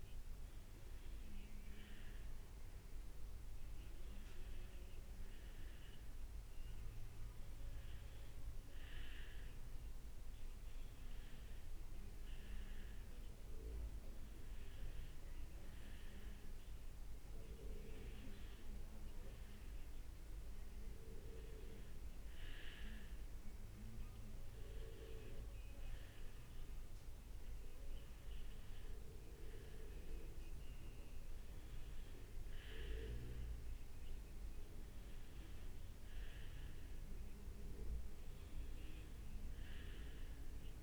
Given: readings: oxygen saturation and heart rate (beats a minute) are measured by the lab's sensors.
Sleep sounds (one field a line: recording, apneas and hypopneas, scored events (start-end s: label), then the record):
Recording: breathing in sleep by a room microphone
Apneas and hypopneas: none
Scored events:
none scored
From the record:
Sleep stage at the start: N2 (light sleep)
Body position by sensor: on the right side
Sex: male